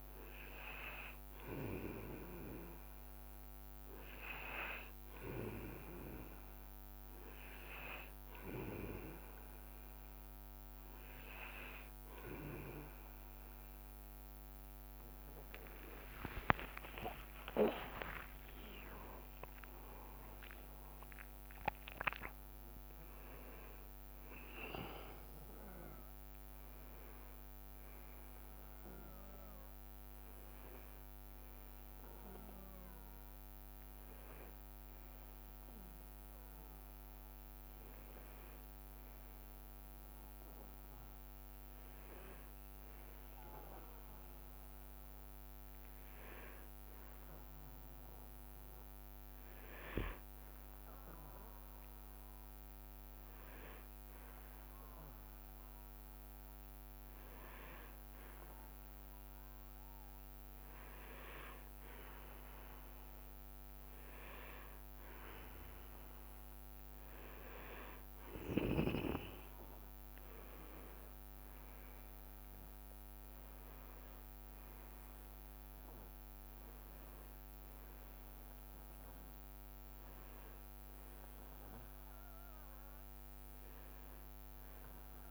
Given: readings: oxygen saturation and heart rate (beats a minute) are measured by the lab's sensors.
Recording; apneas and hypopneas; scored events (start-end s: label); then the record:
breathing in sleep by a microphone on the trachea; 1
1.00-4.00 s: leg movement (device-marked)
6.00-14.50 s: leg movement (device-marked)
17.00-21.00 s: arousal
31.50-34.00 s: leg movement (device-marked)
34.50-38.50 s: leg movement (device-marked)
40.50-49.00 s: leg movement (device-marked)
49.00-52.00 s: arousal
50.00-53.00 s: leg movement (device-marked)
55.50-65.50 s: hypopnea (oxygen 99% before, 95% lowest, heart rate 69 before, 63 extreme, up 5 after)
61.50-70.00 s: leg movement (device-marked)
68.00-70.50 s: arousal
72.00-75.00 s: leg movement (device-marked)
75.50-78.50 s: leg movement (device-marked)
83.00-85.31 s: leg movement (device-marked)
From the record:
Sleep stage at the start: N2 (light sleep); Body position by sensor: on the back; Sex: male